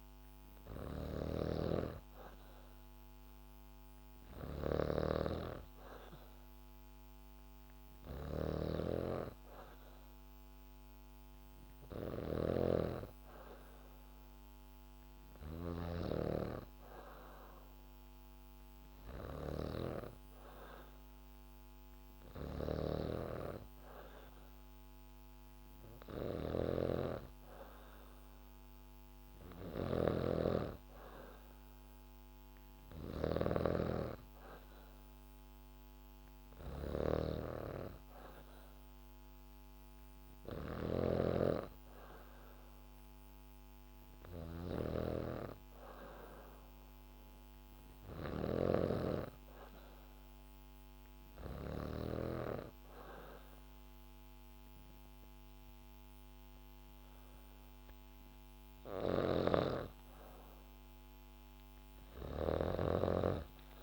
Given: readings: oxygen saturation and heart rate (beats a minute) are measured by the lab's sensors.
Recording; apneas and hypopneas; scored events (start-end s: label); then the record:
breathing in sleep by a microphone on the trachea; none
0.00-51.50 s: snoring (device-marked)
58.50-63.83 s: snoring (device-marked)
From the record:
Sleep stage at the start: N3 (deep sleep); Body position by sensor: on the back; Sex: female